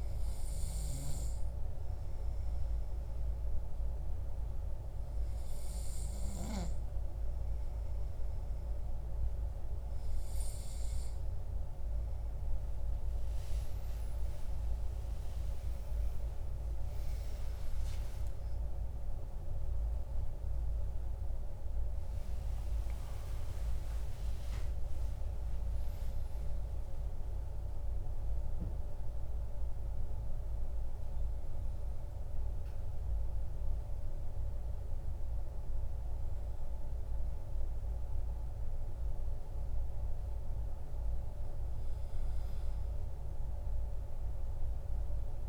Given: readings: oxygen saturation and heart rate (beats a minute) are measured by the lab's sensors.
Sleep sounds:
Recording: a person awake in a sleep study, hard to hear, by a room microphone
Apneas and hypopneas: none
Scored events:
11.50-41.50 s: new sleep stage, awake
41.50-45.48 s: new sleep stage, N2 (light sleep)
From the record:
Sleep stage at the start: N2 (light sleep)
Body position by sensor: on the back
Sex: male

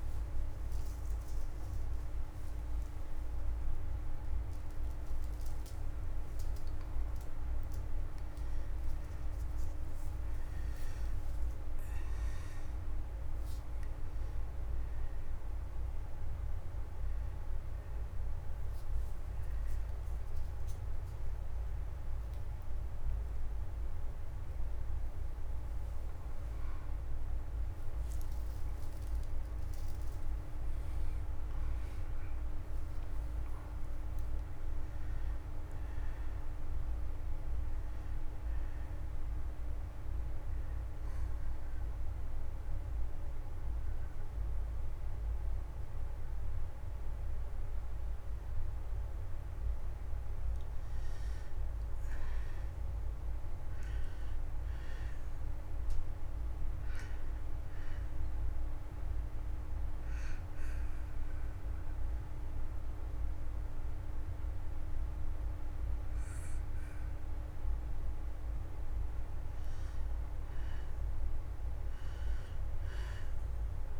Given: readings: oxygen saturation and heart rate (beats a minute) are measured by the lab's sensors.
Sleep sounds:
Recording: breathing in sleep, hard to hear, by a room microphone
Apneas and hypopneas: 2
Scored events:
0.00-14.00 s: oxygen desaturation (device-marked, oxygen 85% lowest, heart rate 44 extreme)
14.50-18.50 s: arousal
40.50-50.50 s: mixed apnea (oxygen 98% before, 88% lowest, heart rate 104 before, 36 extreme, up 4 after)
41.00-48.00 s: oxygen desaturation (device-marked, oxygen 98% before, 93% lowest, heart rate 107 before, 36 extreme)
52.00-55.00 s: arousal
56.00-68.00 s: oxygen desaturation (device-marked, oxygen 95% before, 88% lowest, heart rate 112 before, 40 extreme)
58.50-69.50 s: obstructive apnea (oxygen 98% before, 86% lowest, heart rate 108 before, 51 extreme, up 49 after)
71.00-74.00 s: arousal
73.00-74.00 s: oxygen desaturation (device-marked, oxygen 96% before, 89% lowest)
From the record:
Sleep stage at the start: N2 (light sleep)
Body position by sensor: on the back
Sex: male

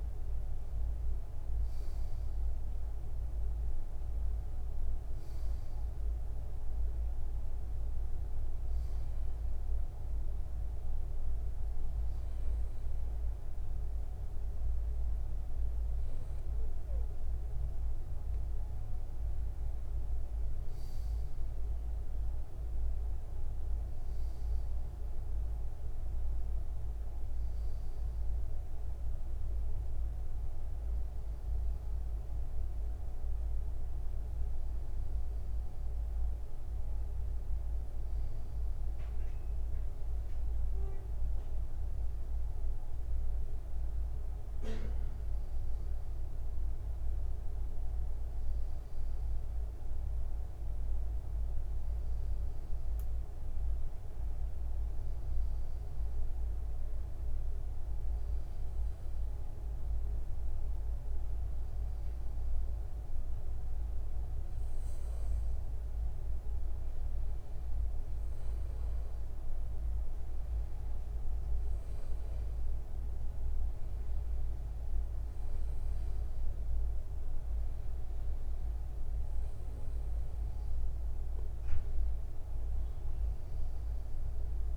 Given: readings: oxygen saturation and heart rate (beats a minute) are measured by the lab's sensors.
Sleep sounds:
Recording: breathing in sleep, hard to hear, by a room microphone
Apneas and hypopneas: none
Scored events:
50.50-54.00 s: arousal
From the record:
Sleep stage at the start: N2 (light sleep)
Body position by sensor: on the back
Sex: male

